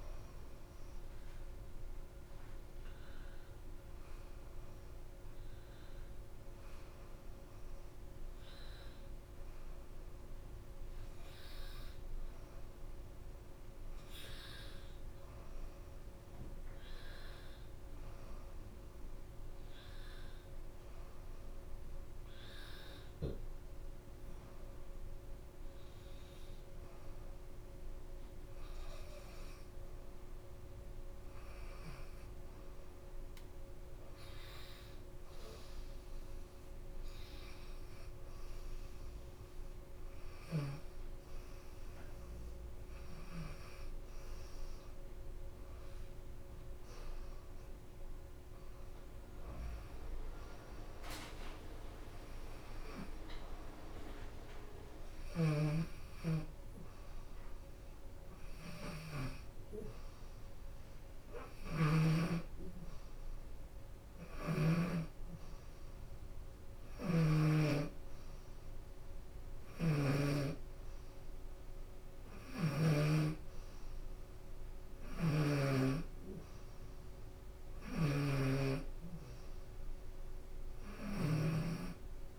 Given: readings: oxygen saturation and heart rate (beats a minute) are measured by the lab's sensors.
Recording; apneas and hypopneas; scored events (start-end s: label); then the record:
breathing in sleep by a room microphone; none
0.00-38.00 s: bradycardia (device-marked)
0.50-2.50 s: long interval between heartbeats (device-marked)
4.00-15.00 s: drop in pulse transit time (device-marked)
8.00-10.00 s: long interval between heartbeats (device-marked)
16.00-18.00 s: long interval between heartbeats (device-marked)
18.50-20.50 s: long interval between heartbeats (device-marked)
20.50-22.50 s: long interval between heartbeats (device-marked, heart rate 31 before, 48 extreme)
25.00 s: drop in pulse transit time (device-marked)
25.00-82.39 s: new sleep stage, N2 (light sleep)
26.00-28.00 s: long interval between heartbeats (device-marked, heart rate 37 before, 30 extreme)
33.00-35.00 s: drop in pulse transit time (device-marked, heart rate 35 before, 30 extreme)
37.00-47.00 s: drop in pulse transit time (device-marked)
37.50-39.50 s: long interval between heartbeats (device-marked)
40.50-42.50 s: long interval between heartbeats (device-marked, heart rate 31 before, 30 extreme)
42.00-46.00 s: bradycardia (device-marked, heart rate 85 before, 55 extreme)
48.00-50.00 s: long interval between heartbeats (device-marked, heart rate 39 before, 56 extreme)
50.00-52.00 s: long interval between heartbeats (device-marked, heart rate 43 before, 81 extreme)
53.00-55.00 s: long interval between heartbeats (device-marked, heart rate 53 before, 102 extreme)
58.50-60.50 s: long interval between heartbeats (device-marked, heart rate 71 before, 67 extreme)
63.50-65.50 s: long interval between heartbeats (device-marked, heart rate 76 before, 65 extreme)
66.00-75.00 s: bradycardia (device-marked)
71.50-73.50 s: long interval between heartbeats (device-marked)
72.00-82.39 s: drop in pulse transit time (device-marked)
76.50-78.50 s: long interval between heartbeats (device-marked, heart rate 49 before, 52 extreme)
79.00-81.00 s: long interval between heartbeats (device-marked, heart rate 48 before, 98 extreme)
81.00-82.39 s: long interval between heartbeats (device-marked, heart rate 51 before, 151 extreme)
From the record:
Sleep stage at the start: N1 (lightest sleep); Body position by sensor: upright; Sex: female